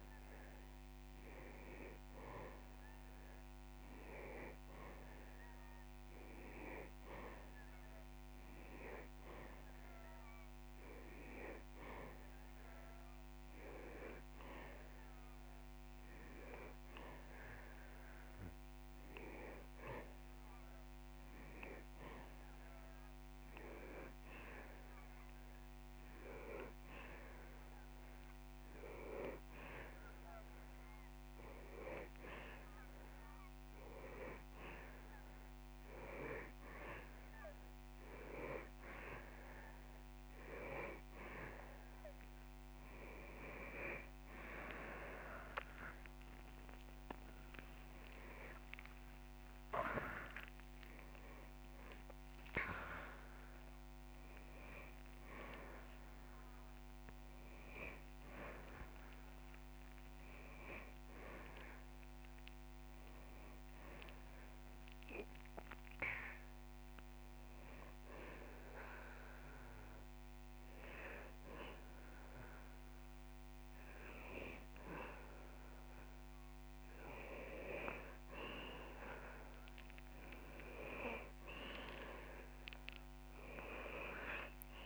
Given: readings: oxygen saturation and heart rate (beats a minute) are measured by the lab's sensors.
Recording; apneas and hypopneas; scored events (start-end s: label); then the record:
breathing in sleep by a microphone on the trachea; 1
45.00-49.00 s: arousal
65.00-77.00 s: hypopnea (oxygen 99% before, 95% lowest)
79.50-82.50 s: arousal
From the record:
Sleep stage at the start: N2 (light sleep); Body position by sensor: on the back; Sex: male